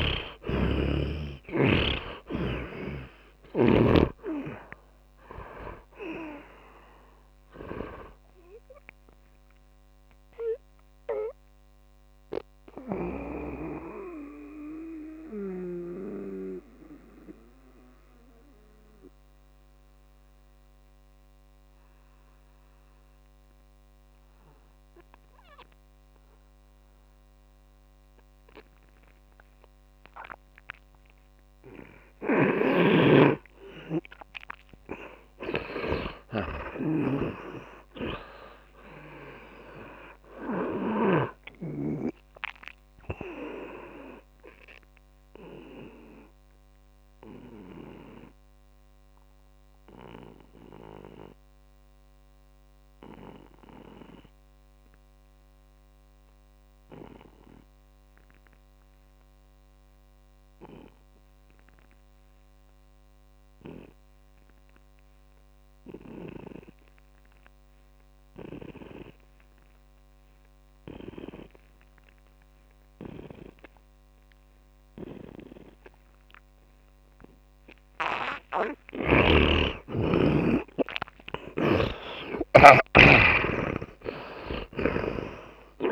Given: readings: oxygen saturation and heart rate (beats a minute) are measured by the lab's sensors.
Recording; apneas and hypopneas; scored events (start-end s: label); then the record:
breathing in sleep by a microphone on the trachea; 2
0.00-1.00 s: arousal
0.00-23.00 s: oxygen desaturation (device-marked, oxygen 84% lowest)
10.50-32.00 s: mixed apnea (oxygen 100% before, 84% lowest)
32.50-42.00 s: snoring (device-marked)
34.00-38.50 s: arousal
37.00-63.00 s: oxygen desaturation (device-marked, oxygen 100% before, 88% lowest)
45.50-78.00 s: obstructive apnea (oxygen 100% before, 83% lowest)
65.00-85.92 s: oxygen desaturation (device-marked, oxygen 100% before, 83% lowest)
79.00-85.92 s: snoring (device-marked)
80.50-85.50 s: arousal
From the record:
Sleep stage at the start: N2 (light sleep); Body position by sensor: on the right side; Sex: male